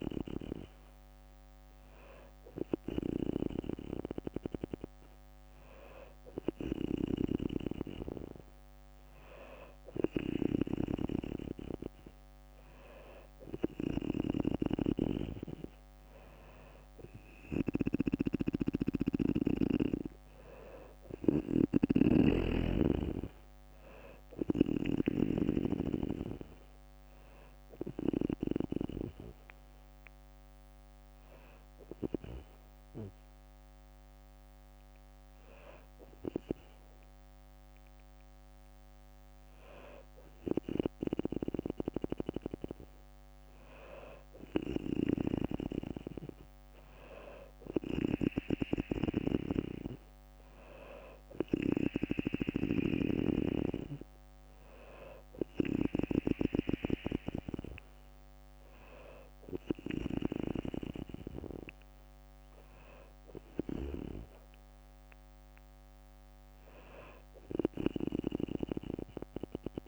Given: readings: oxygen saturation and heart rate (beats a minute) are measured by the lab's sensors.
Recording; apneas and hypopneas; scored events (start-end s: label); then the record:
breathing in sleep by a microphone on the trachea; none
9.50-19.00 s: snoring (device-marked)
19.50-22.50 s: arousal
20.00-22.00 s: long interval between heartbeats (device-marked, heart rate 62 before, 70 extreme)
20.50-34.50 s: drop in pulse transit time (device-marked, heart rate 63 before, 59 extreme)
29.50-38.50 s: bradycardia (device-marked, heart rate 63 before, 58 extreme)
From the record:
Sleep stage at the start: N2 (light sleep); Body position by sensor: on the back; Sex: female